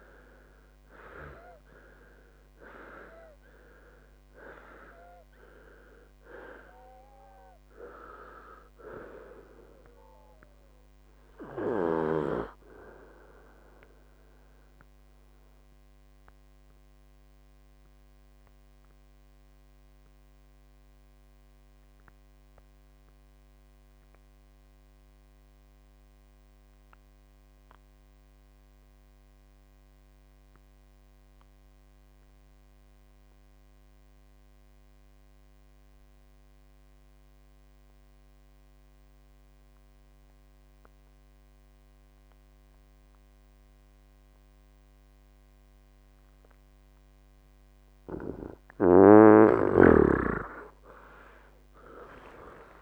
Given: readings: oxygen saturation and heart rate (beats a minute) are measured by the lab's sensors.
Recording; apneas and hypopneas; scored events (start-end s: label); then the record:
breathing in sleep by a microphone on the trachea; 1
0.00-1.50 s: arousal
0.00-29.50 s: oxygen desaturation (device-marked, oxygen 87% lowest, heart rate 57 extreme)
13.00-47.50 s: mixed apnea (oxygen 96% before, 87% lowest, heart rate 73 before, 57 extreme, up 21 after)
51.50-52.82 s: oxygen desaturation (device-marked, oxygen 97% before, 88% lowest, heart rate 65 before, 58 extreme)
From the record:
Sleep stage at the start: N2 (light sleep); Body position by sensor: on the right side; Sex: male